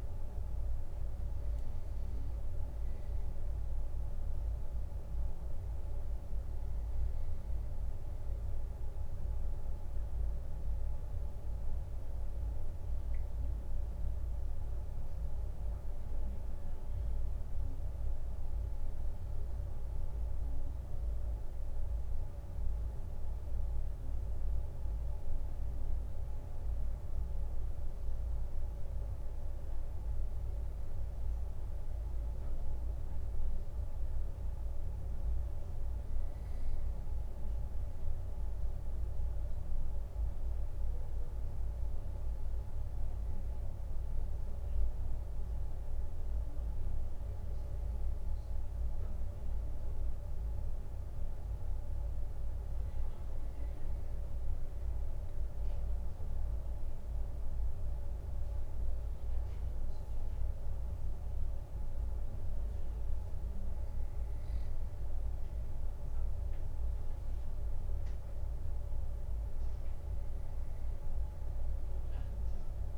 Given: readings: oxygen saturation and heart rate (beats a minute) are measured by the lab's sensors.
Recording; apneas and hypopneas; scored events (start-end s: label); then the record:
breathing in sleep, hard to hear, by a room microphone; none
3.00-5.50 s: leg movement (device-marked)
19.50-20.50 s: leg movement (device-marked)
24.50-26.00 s: leg movement (device-marked)
From the record:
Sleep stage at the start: N2 (light sleep); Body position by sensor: on the right side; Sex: male